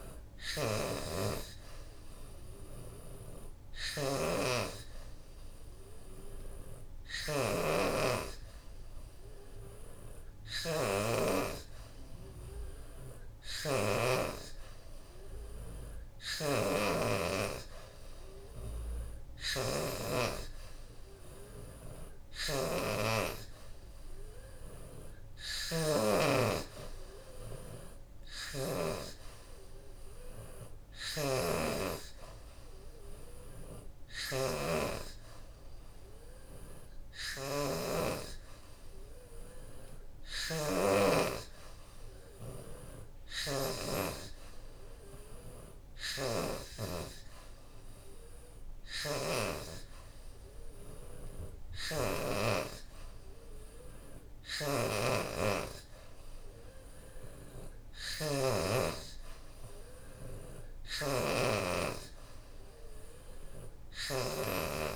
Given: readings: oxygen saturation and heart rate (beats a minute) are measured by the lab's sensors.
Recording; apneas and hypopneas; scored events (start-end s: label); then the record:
breathing in sleep by a room microphone; none
13.50-15.50 s: long interval between heartbeats (device-marked, heart rate 89 before, 90 extreme)
20.00-26.00 s: oxygen desaturation (device-marked, oxygen 83% before, 78% lowest, heart rate 91 before, 86 extreme)
37.00-39.00 s: long interval between heartbeats (device-marked, heart rate 92 before, 86 extreme)
From the record:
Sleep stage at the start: N2 (light sleep); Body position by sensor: on the back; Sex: female